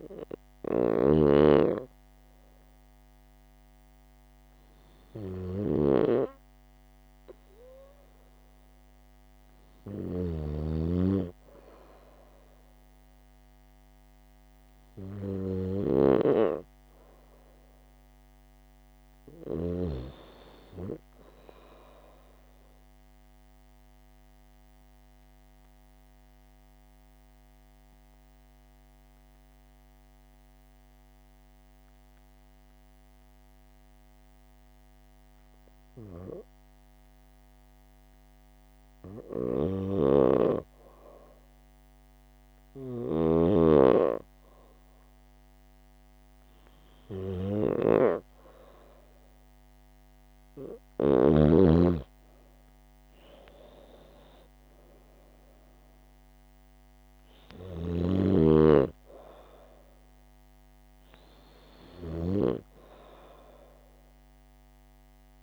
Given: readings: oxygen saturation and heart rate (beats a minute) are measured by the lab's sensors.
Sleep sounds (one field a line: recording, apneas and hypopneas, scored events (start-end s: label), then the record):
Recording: breathing in sleep by a microphone on the trachea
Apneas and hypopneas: 1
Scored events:
0.00-10.50 s: snoring (device-marked)
16.50-20.00 s: arousal
24.00-40.50 s: obstructive apnea (oxygen 97% before, 93% lowest, heart rate 78 before, 76 extreme, up 0 after)
40.00-43.50 s: snoring (device-marked)
42.50-45.50 s: arousal
46.00-65.43 s: oxygen desaturation (device-marked, oxygen 97% before, 93% lowest, heart rate 77 before, 75 extreme)
57.50-62.50 s: snoring (device-marked)
From the record:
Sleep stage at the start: N2 (light sleep)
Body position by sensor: on the right side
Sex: female